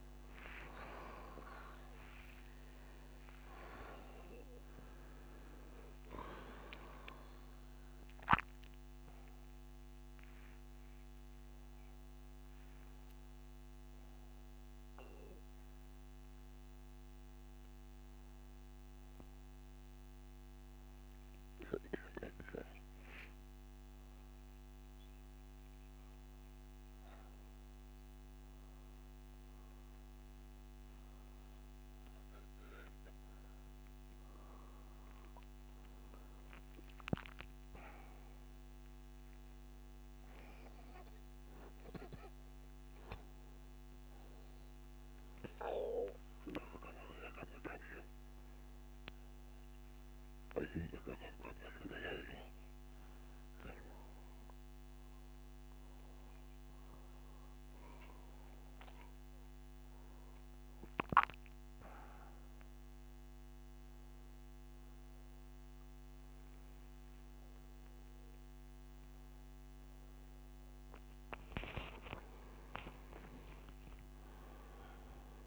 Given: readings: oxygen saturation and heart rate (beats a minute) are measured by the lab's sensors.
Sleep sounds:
a person partly awake in a sleep study, by a microphone on the trachea; 1
16.50-75.47 s: new sleep stage, N2 (light sleep)
18.50-29.50 s: hypopnea (oxygen 96% before, 93% lowest, heart rate 68 before, 55 extreme, up 9 after)
26.50-28.50 s: bradycardia (device-marked, heart rate 66 before, 65 extreme)
32.00-35.00 s: arousal
34.50-47.50 s: oxygen desaturation (device-marked, oxygen 96% before, 93% lowest, heart rate 63 before, 55 extreme)
39.50-46.50 s: bradycardia (device-marked, heart rate 66 before, 55 extreme)
From the record:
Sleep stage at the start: awake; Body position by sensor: on the back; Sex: male

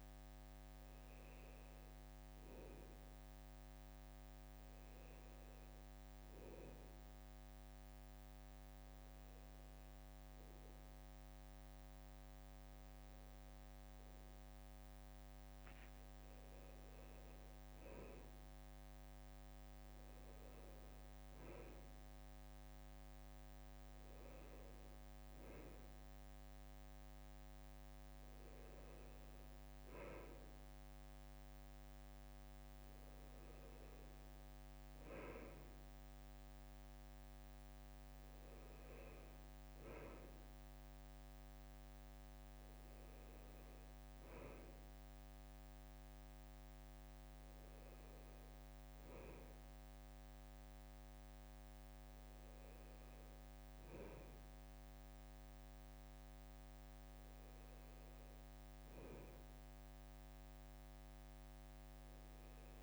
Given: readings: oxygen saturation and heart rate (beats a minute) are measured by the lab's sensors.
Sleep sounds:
a person awake in a sleep study, hard to hear, by a microphone on the trachea; none
15.00-17.00 s: leg movement (device-marked)
33.50-38.50 s: bradycardia (device-marked, heart rate 65 before, 59 extreme)
41.50-47.50 s: bradycardia (device-marked, heart rate 65 before, 59 extreme)
From the record:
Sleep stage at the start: awake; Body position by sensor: on the right side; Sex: male

